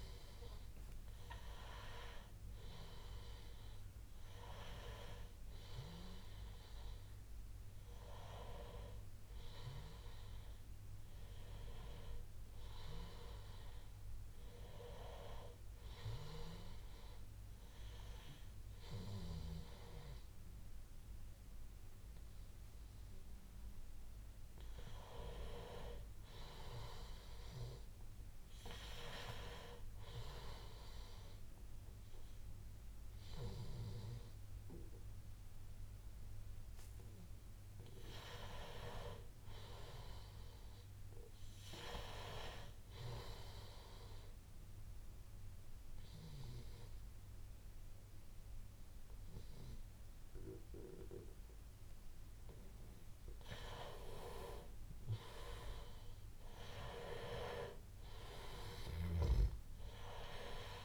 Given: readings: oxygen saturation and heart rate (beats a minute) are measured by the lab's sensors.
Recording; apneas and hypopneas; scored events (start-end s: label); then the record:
breathing in sleep by a room microphone; 1
0.00-8.50 s: oxygen desaturation (device-marked, oxygen 94% lowest, heart rate 85 extreme)
43.50-53.50 s: obstructive apnea (oxygen 96% before, 92% lowest, heart rate 86 before, 84 extreme, up 7 after)
55.50-58.50 s: arousal
From the record:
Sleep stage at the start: N2 (light sleep); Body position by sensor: on the back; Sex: male